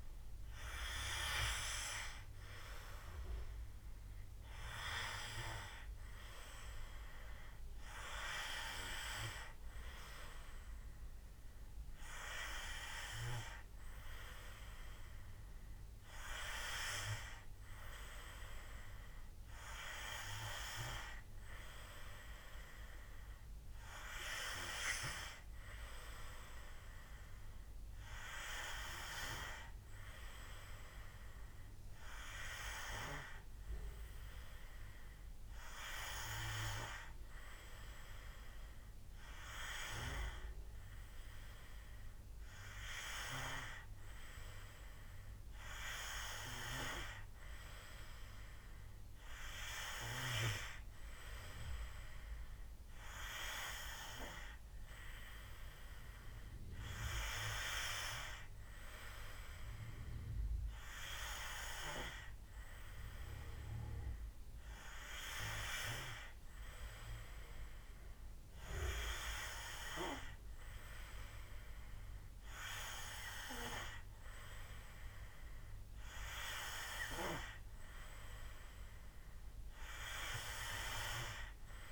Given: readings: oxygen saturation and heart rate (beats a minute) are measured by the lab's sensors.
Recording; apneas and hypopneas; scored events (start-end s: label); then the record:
breathing in sleep by a room microphone; none
none scored
From the record:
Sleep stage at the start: N2 (light sleep); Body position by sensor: on the back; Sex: male